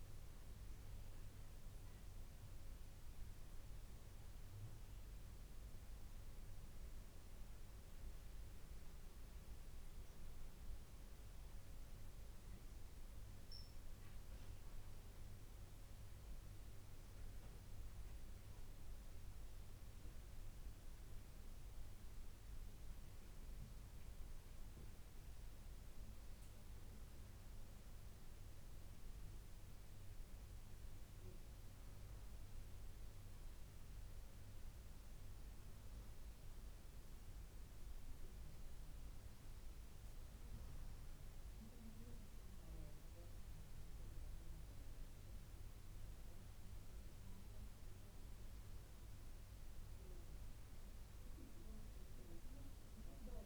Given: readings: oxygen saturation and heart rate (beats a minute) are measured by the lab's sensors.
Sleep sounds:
breathing in sleep, hard to hear, by a room microphone; none
none scored
From the record:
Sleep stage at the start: N2 (light sleep); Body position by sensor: on the back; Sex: female

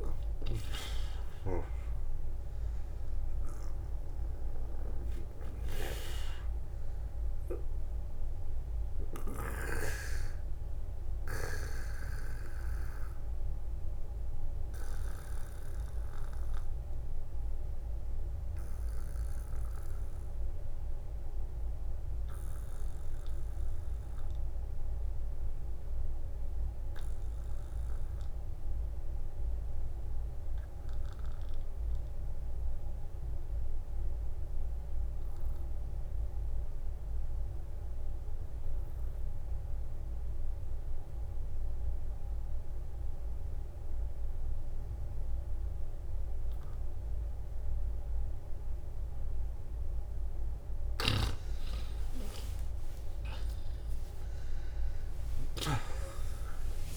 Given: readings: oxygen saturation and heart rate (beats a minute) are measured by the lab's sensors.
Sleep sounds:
breathing in sleep by a room microphone; 1
3.00-27.00 s: oxygen desaturation (device-marked, oxygen 95% before, 86% lowest, heart rate 50 before, 49 extreme)
12.50-48.50 s: obstructive apnea (oxygen 96% before, 76% lowest, heart rate 55 before, 49 extreme, up 24 after)
19.00-21.00 s: long interval between heartbeats (device-marked, heart rate 58 before, 52 extreme)
43.00-56.97 s: oxygen desaturation (device-marked, oxygen 95% before, 83% lowest, heart rate 55 before, 43 extreme)
51.00-53.00 s: long interval between heartbeats (device-marked, heart rate 55 before, 68 extreme)
55.50-56.97 s: arousal
From the record:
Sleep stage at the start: N2 (light sleep); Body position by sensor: on the back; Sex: male

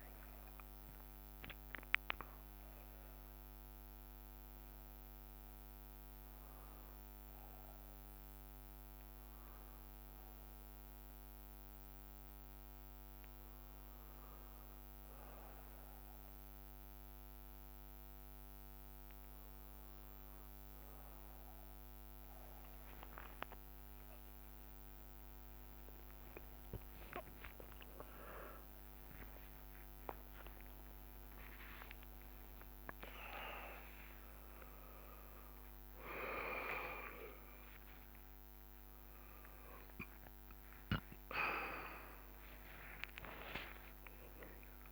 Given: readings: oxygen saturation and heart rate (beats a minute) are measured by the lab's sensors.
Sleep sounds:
a person awake in a sleep study, by a microphone on the trachea; 1
0.00-2.50 s: oxygen desaturation (device-marked, oxygen 93% lowest)
3.50-19.00 s: hypopnea (oxygen 96% before, 93% lowest)
3.50-26.50 s: bradycardia (device-marked)
20.50-44.92 s: new sleep stage, awake
22.50-25.50 s: drop in pulse transit time (device-marked)
23.00-25.00 s: long interval between heartbeats (device-marked)
31.00-33.00 s: long interval between heartbeats (device-marked)
34.50-36.50 s: long interval between heartbeats (device-marked)
35.50-44.50 s: bradycardia (device-marked, heart rate 58 before, 33 extreme)
39.50-44.92 s: drop in pulse transit time (device-marked, heart rate 42 before, 33 extreme)
From the record:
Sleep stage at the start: N1 (lightest sleep); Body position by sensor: on the right side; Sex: male

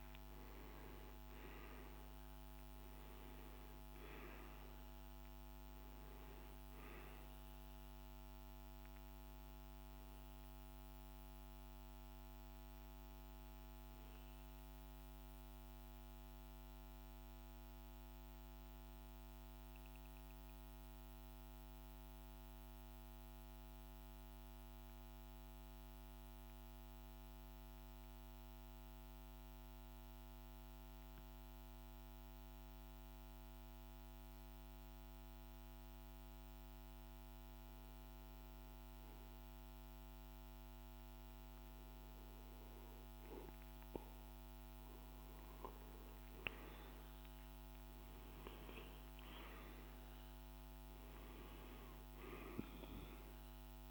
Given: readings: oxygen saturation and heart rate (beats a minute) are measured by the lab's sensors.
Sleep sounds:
breathing in sleep, hard to hear, by a microphone on the trachea; 1
0.00-21.50 s: oxygen desaturation (device-marked, oxygen 92% lowest, heart rate 49 extreme)
19.50-36.00 s: hypopnea (oxygen 98% before, 93% lowest, heart rate 54 before, 50 extreme, up 2 after)
43.50-48.00 s: arousal
44.50-53.90 s: oxygen desaturation (device-marked, oxygen 98% before, 93% lowest, heart rate 51 before, 51 extreme)
From the record:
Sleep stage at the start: REM sleep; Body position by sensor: on the back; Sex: male

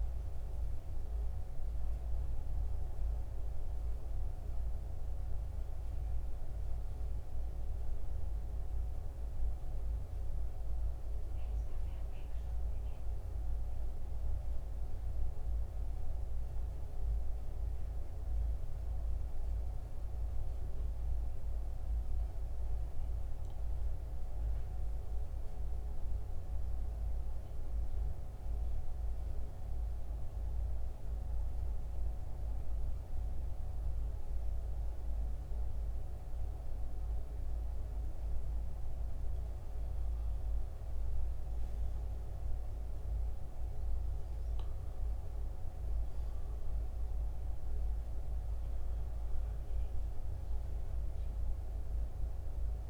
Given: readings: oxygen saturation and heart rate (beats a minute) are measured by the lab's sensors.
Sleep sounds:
breathing in sleep, hard to hear, by a room microphone; 1
0.00-6.50 s: oxygen desaturation (device-marked, oxygen 83% lowest, heart rate 67 extreme)
13.50-52.90 s: new sleep stage, N2 (light sleep)
22.00-26.50 s: arousal
29.00-39.00 s: central apnea (oxygen 98% before, 90% lowest, heart rate 72 before, 69 extreme, up 10 after)
29.50-52.90 s: oxygen desaturation (device-marked, oxygen 97% before, 90% lowest, heart rate 72 before, 64 extreme)
40.50-44.00 s: arousal
From the record:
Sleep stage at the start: N1 (lightest sleep); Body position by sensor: on the back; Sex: male

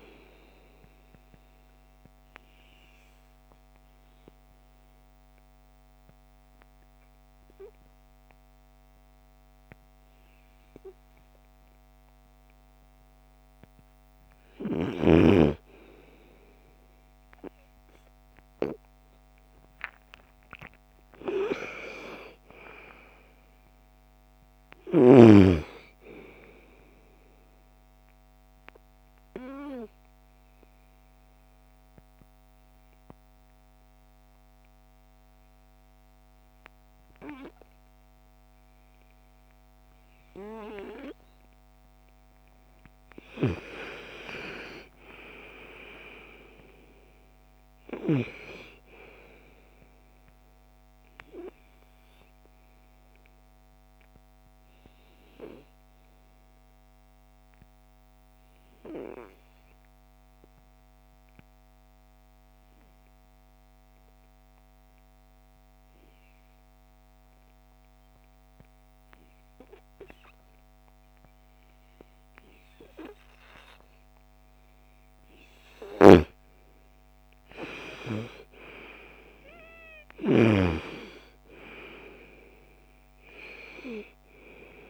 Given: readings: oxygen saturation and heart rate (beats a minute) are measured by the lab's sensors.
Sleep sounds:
breathing in sleep by a microphone on the trachea; 3
0.00-8.00 s: oxygen desaturation (device-marked, oxygen 98% before, 89% lowest, heart rate 56 before, 55 extreme)
0.50-12.00 s: obstructive apnea (oxygen 98% before, 89% lowest, heart rate 56 before, 55 extreme, up 5 after)
17.00-21.00 s: arousal
19.00-39.00 s: oxygen desaturation (device-marked, oxygen 98% before, 92% lowest, heart rate 59 before, 56 extreme)
27.50-41.00 s: obstructive apnea (oxygen 98% before, 88% lowest, heart rate 60 before, 56 extreme, up 10 after)
42.00-46.00 s: arousal
46.00-68.00 s: oxygen desaturation (device-marked, oxygen 97% before, 91% lowest, heart rate 59 before, 48 extreme)
51.50-73.50 s: obstructive apnea (oxygen 97% before, 84% lowest, heart rate 59 before, 48 extreme, up 18 after)
75.00-79.50 s: snoring (device-marked)
75.00-84.89 s: oxygen desaturation (device-marked, oxygen 99% before, 88% lowest, heart rate 57 before, 51 extreme)
75.50-79.50 s: arousal
From the record:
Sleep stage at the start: N2 (light sleep); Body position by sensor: on the right side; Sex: female

